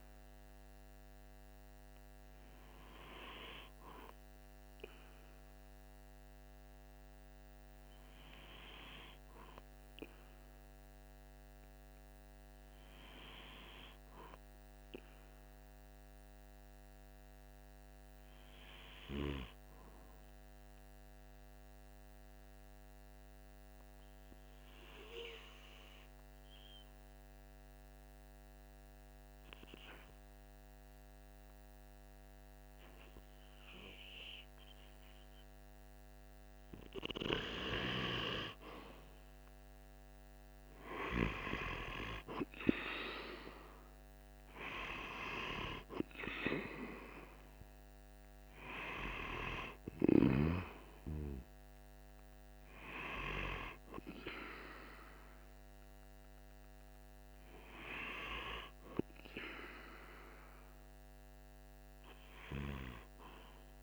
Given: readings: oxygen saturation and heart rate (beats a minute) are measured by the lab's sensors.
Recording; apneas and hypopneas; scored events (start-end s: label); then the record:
breathing in sleep by a microphone on the trachea; 1
4.00-36.50 s: hypopnea (oxygen 97% before, 92% lowest, heart rate 47 before, 45 extreme, up 2 after)
38.50-43.00 s: arousal
48.00-63.83 s: oxygen desaturation (device-marked, oxygen 96% before, 92% lowest, heart rate 46 before, 45 extreme)
From the record:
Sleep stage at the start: N2 (light sleep); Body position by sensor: on the right side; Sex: male